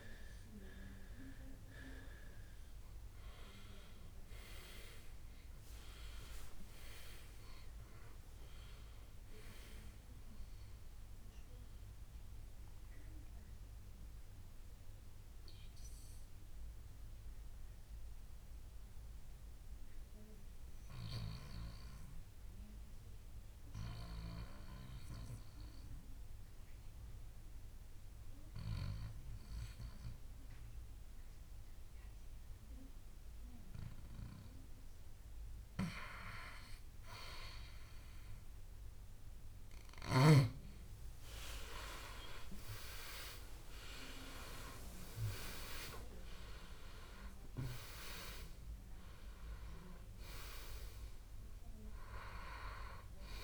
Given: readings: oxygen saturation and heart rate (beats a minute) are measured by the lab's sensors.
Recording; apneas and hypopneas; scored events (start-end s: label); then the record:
breathing in sleep by a room microphone; 1
0.00-19.50 s: oxygen desaturation (device-marked, oxygen 91% lowest, heart rate 61 extreme)
13.00-36.00 s: mixed apnea (oxygen 98% before, 90% lowest, heart rate 79 before, 61 extreme, up 12 after)
42.00-47.50 s: arousal
From the record:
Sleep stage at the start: N2 (light sleep); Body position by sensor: on the back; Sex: male